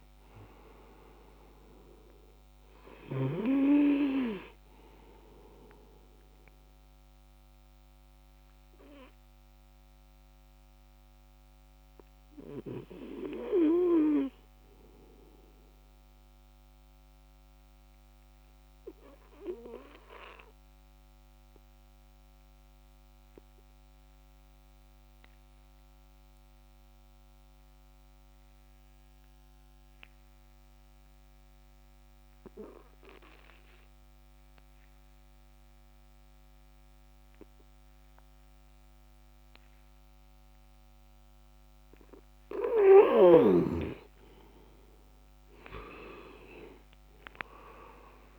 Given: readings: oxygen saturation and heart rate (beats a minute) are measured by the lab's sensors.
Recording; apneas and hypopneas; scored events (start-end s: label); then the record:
breathing in sleep by a microphone on the trachea; 1
0.00-23.00 s: oxygen desaturation (device-marked, oxygen 90% lowest, heart rate 135 extreme)
7.00-40.00 s: obstructive apnea (oxygen 99% before, 89% lowest, heart rate 187 before, 135 extreme, up 52 after)
38.00-48.39 s: oxygen desaturation (device-marked, oxygen 99% before, 89% lowest, heart rate 157 before, 149 extreme)
44.00-48.39 s: arousal
From the record:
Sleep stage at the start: N2 (light sleep); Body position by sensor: on the back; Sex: male